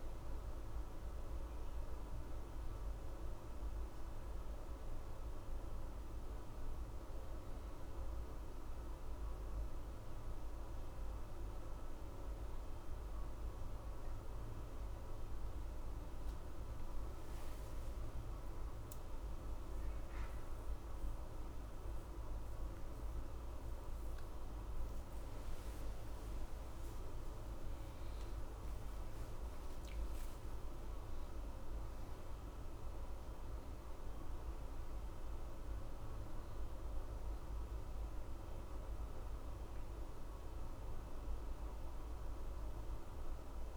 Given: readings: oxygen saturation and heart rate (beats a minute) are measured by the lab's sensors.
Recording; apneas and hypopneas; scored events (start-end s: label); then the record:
breathing in sleep, hard to hear, by a room microphone; none
21.50-26.50 s: arousal
From the record:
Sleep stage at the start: N1 (lightest sleep); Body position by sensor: on the back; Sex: male